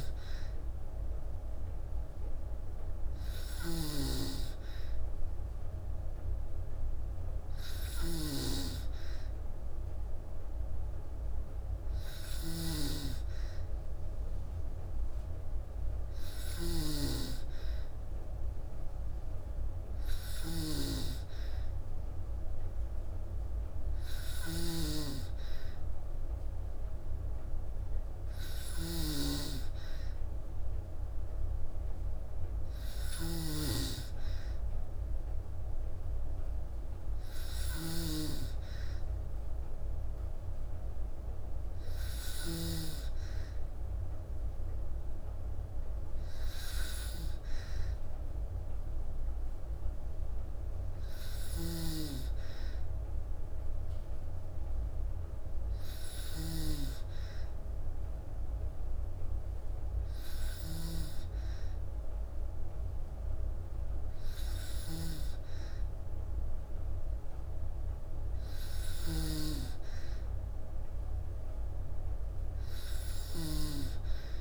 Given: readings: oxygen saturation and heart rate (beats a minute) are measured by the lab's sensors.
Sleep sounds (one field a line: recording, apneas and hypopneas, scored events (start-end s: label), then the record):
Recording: breathing in sleep by a room microphone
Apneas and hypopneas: none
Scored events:
0.00-42.00 s: snoring (device-marked)
50.50-74.41 s: snoring (device-marked)
From the record:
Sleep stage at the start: N2 (light sleep)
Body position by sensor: on the back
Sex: female